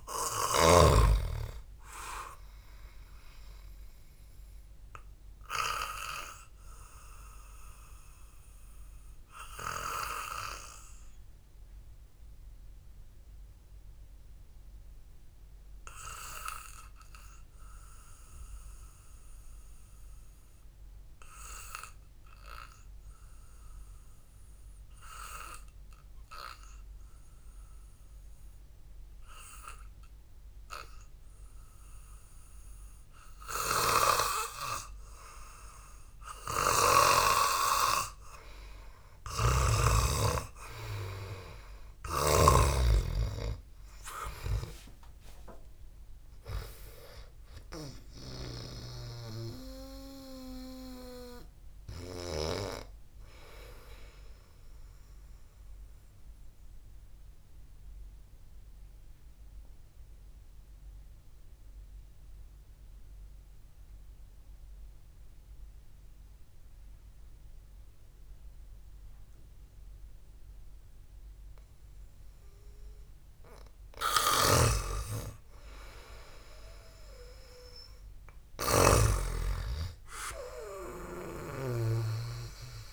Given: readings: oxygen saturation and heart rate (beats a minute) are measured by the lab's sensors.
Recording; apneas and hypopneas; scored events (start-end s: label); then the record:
breathing in sleep by a room microphone; 2
0.00-1.00 s: snoring (device-marked)
0.00-24.50 s: oxygen desaturation (device-marked, oxygen 92% lowest, heart rate 52 extreme)
7.50-34.50 s: hypopnea (oxygen 99% before, 92% lowest, heart rate 56 before, 52 extreme, up 1 after)
39.50-53.00 s: snoring (device-marked)
42.50-47.00 s: arousal
57.00-73.50 s: obstructive apnea (oxygen 98% before, 93% lowest, heart rate 60 before, 54 extreme, up 1 after)
74.50-79.50 s: snoring (device-marked)
76.00-79.50 s: arousal
From the record:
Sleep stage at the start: N2 (light sleep); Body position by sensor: on the back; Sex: male